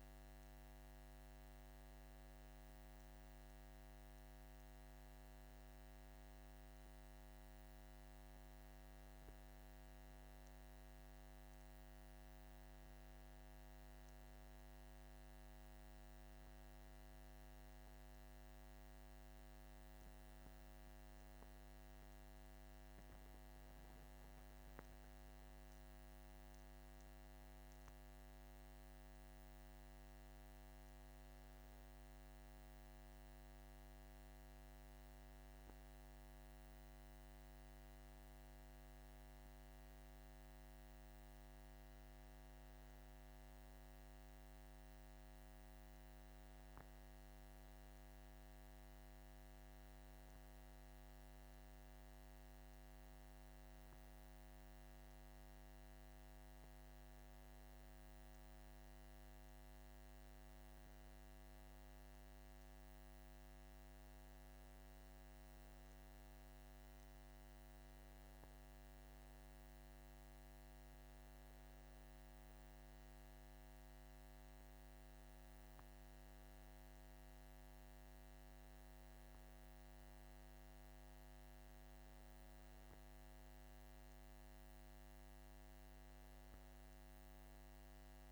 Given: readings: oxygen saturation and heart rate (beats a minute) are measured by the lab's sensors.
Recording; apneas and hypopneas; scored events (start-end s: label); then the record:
breathing in sleep, hard to hear, by a microphone on the trachea; none
none scored
From the record:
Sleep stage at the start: N2 (light sleep); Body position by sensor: on the back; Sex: male